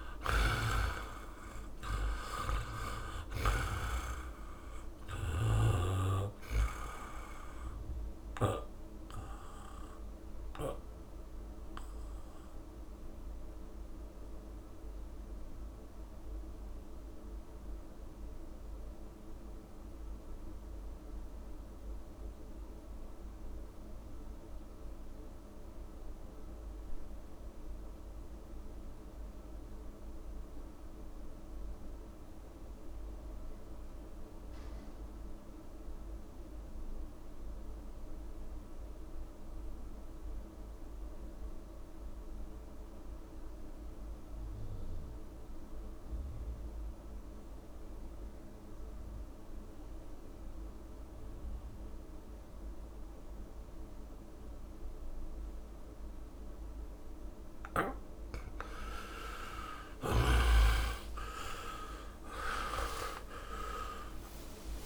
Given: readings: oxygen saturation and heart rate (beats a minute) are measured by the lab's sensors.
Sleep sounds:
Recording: breathing in sleep by a room microphone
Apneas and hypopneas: 1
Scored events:
0.00-1.00 s: arousal
0.00-23.50 s: oxygen desaturation (device-marked, oxygen 76% lowest)
9.50-56.50 s: obstructive apnea (oxygen 98% before, 73% lowest)
37.50-64.85 s: oxygen desaturation (device-marked, oxygen 99% before, 73% lowest)
62.50-64.50 s: long interval between heartbeats (device-marked)
From the record:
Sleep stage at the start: REM sleep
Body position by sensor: on the back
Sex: male

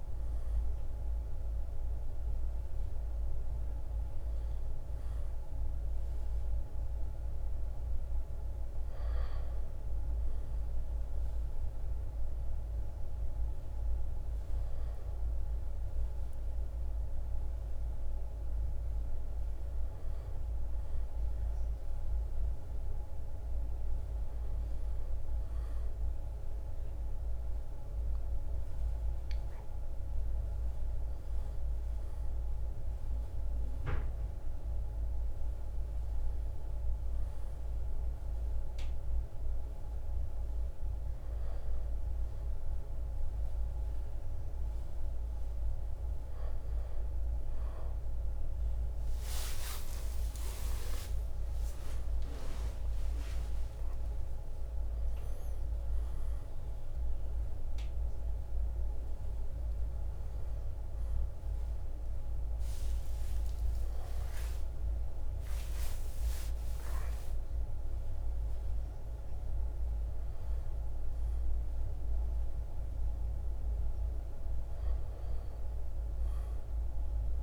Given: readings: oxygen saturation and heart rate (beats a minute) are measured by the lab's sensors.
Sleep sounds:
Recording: a person partly awake in a sleep study, hard to hear, by a room microphone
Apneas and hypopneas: none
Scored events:
46.00-77.43 s: new sleep stage, awake
54.00-61.00 s: drop in pulse transit time (device-marked, heart rate 68 before, 72 extreme)
From the record:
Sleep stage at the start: N1 (lightest sleep)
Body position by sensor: on the back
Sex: male

